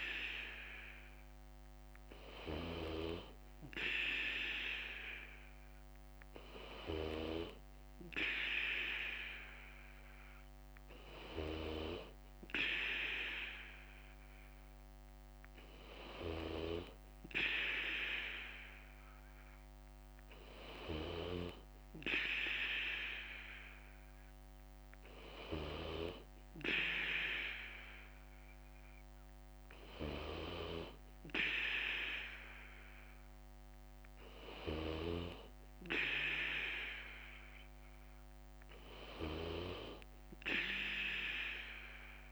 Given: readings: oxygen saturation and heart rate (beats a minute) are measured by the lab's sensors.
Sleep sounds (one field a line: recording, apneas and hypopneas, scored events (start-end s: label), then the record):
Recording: breathing in sleep by a microphone on the trachea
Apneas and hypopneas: none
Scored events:
0.00-16.50 s: bradycardia (device-marked, heart rate 57 extreme)
19.50-32.50 s: bradycardia (device-marked, heart rate 58 before, 56 extreme)
33.50-35.50 s: bradycardia (device-marked, heart rate 58 before, 59 extreme)
37.50-42.32 s: bradycardia (device-marked, heart rate 58 before, 56 extreme)
From the record:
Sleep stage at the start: N2 (light sleep)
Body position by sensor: on the back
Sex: male